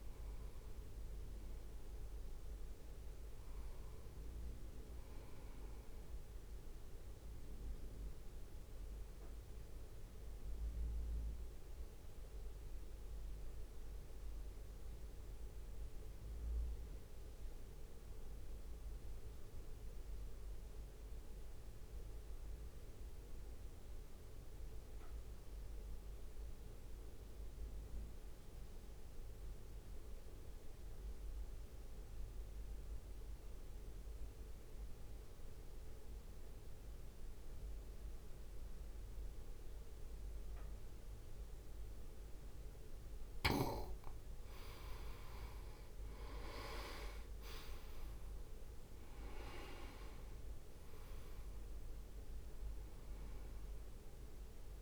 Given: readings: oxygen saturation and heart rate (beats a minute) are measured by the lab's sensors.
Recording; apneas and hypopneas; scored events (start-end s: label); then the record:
breathing in sleep by a room microphone; 1
0.00-9.50 s: drop in pulse transit time (device-marked, heart rate 53 extreme)
0.00-20.50 s: oxygen desaturation (device-marked, oxygen 85% lowest, heart rate 53 extreme)
6.00-43.00 s: mixed apnea (oxygen 97% before, 85% lowest, heart rate 60 before, 56 extreme, up 5 after)
37.50-54.82 s: oxygen desaturation (device-marked, oxygen 98% before, 85% lowest, heart rate 66 before, 56 extreme)
47.50-51.50 s: arousal
48.50-54.82 s: drop in pulse transit time (device-marked, heart rate 64 before, 56 extreme)
From the record:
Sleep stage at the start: N2 (light sleep); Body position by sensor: on the right side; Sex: male